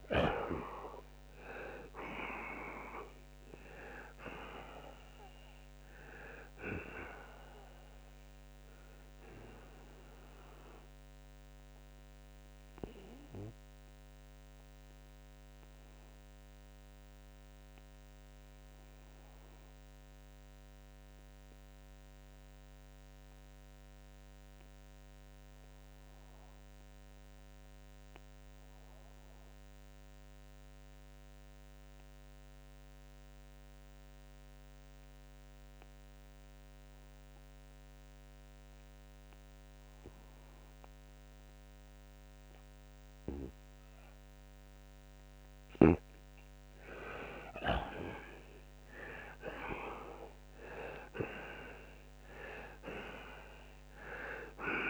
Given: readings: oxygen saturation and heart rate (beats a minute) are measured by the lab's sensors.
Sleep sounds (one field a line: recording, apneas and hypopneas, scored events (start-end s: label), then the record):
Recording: breathing in sleep by a microphone on the trachea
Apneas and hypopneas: 1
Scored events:
10.00-45.00 s: obstructive apnea (oxygen 94% before, 84% lowest, heart rate 87 before, 59 extreme, up 30 after)
28.50-45.50 s: oxygen desaturation (device-marked, oxygen 94% before, 84% lowest, heart rate 73 before, 59 extreme)
48.00-52.00 s: arousal
From the record:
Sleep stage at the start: N2 (light sleep)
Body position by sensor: on the right side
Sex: male